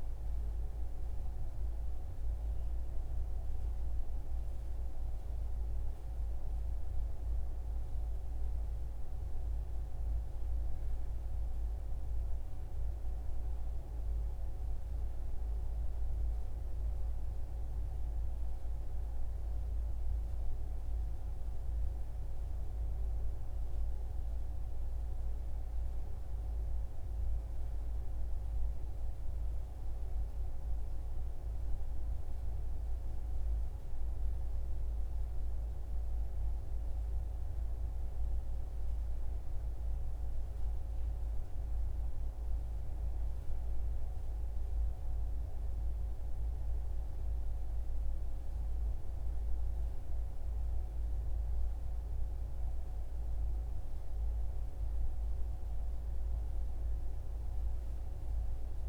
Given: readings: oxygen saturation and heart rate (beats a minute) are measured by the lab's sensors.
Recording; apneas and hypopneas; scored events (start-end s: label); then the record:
breathing in sleep, hard to hear, by a room microphone; none
46.00-58.89 s: new sleep stage, N2 (light sleep)
From the record:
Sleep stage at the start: N1 (lightest sleep); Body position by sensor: on the right side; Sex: male